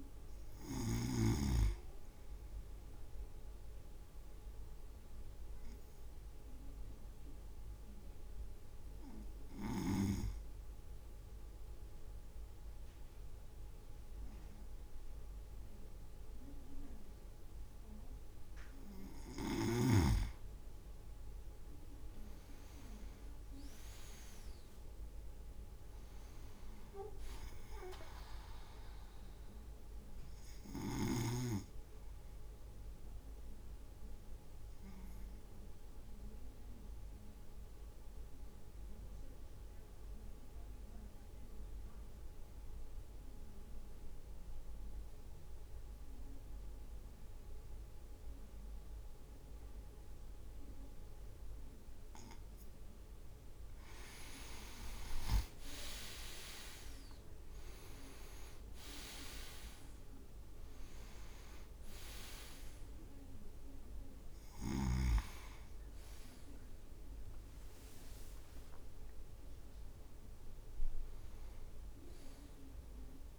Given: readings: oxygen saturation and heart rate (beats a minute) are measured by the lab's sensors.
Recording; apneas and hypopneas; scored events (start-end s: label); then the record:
breathing in sleep by a room microphone; 2
0.00-6.00 s: drop in pulse transit time (device-marked, heart rate 53 extreme)
3.00-19.00 s: obstructive apnea (oxygen 98% before, 96% lowest, heart rate 56 before, 52 extreme, up 6 after)
22.00-25.00 s: leg movement (device-marked)
22.00-34.00 s: drop in pulse transit time (device-marked, heart rate 54 before, 53 extreme)
23.50-27.50 s: arousal
33.50-52.50 s: obstructive apnea (oxygen 99% before, 96% lowest, heart rate 56 before, 53 extreme, up 6 after)
55.50-58.00 s: leg movement (device-marked)
56.00-60.50 s: arousal
57.00-73.39 s: drop in pulse transit time (device-marked, heart rate 55 before, 53 extreme)
67.50-70.00 s: leg movement (device-marked)
From the record:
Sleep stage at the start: N2 (light sleep); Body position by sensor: on the right side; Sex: male